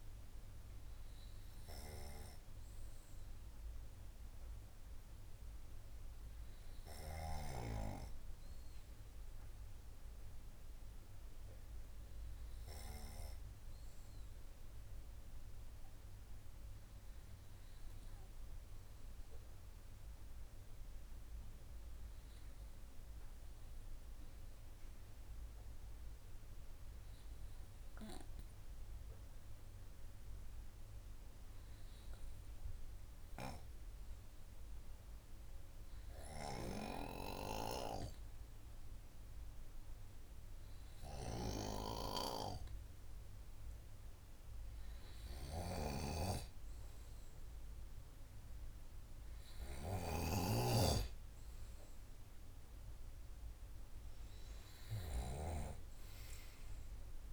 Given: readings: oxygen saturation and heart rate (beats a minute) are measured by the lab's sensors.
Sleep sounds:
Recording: breathing in sleep by a room microphone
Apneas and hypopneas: 1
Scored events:
22.00-41.50 s: hypopnea (oxygen 99% before, 96% lowest, heart rate 127 before, 53 extreme, up 25 after)
43.50-46.50 s: arousal
46.00-50.50 s: snoring (device-marked)
From the record:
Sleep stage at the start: N2 (light sleep)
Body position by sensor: on the right side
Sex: male

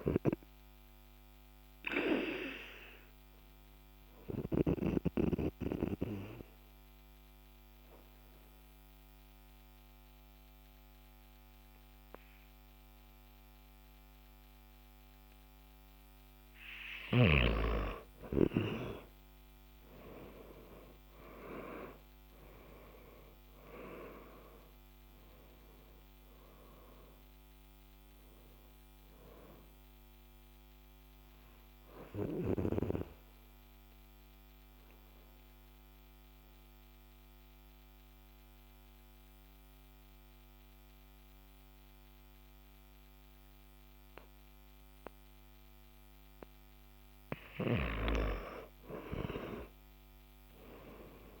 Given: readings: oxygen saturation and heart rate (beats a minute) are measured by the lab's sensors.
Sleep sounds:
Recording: breathing in sleep by a microphone on the trachea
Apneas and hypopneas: 2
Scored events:
1.00-16.00 s: obstructive apnea (oxygen 98% before, 95% lowest, heart rate 60 before, 48 extreme, up 36 after)
19.50-24.50 s: arousal
33.50-46.50 s: obstructive apnea (oxygen 98% before, 92% lowest, heart rate 64 before, 49 extreme, up 16 after)
49.50-51.40 s: arousal
From the record:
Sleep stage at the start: N2 (light sleep)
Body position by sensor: on the back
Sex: male

